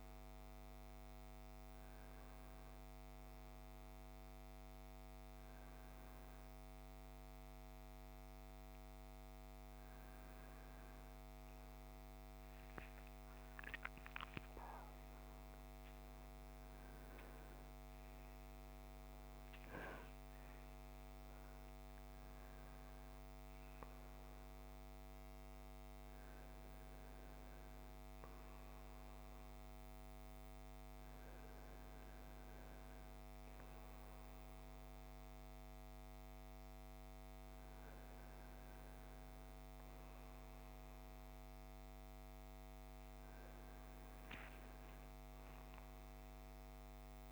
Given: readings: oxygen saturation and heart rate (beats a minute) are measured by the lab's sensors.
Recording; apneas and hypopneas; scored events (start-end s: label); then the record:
a person awake in a sleep study, hard to hear, by a microphone on the trachea; none
none scored
From the record:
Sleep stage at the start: awake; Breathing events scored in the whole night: 344 in 6.7 hours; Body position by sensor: on the right side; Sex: male